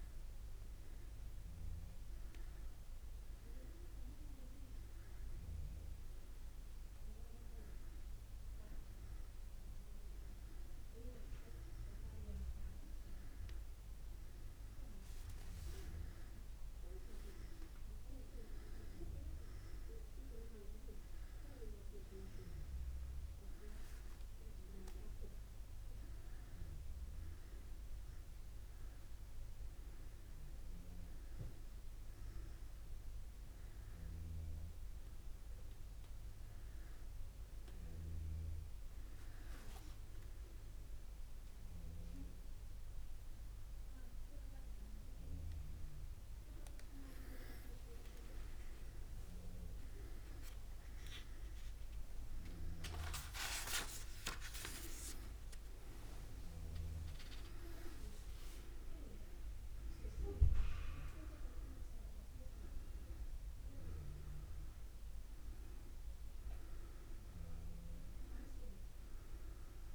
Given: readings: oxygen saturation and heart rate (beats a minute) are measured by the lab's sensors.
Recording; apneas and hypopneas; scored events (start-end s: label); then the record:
a person awake in a sleep study, by a room microphone; none
none scored
From the record:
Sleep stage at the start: awake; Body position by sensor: on the back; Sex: male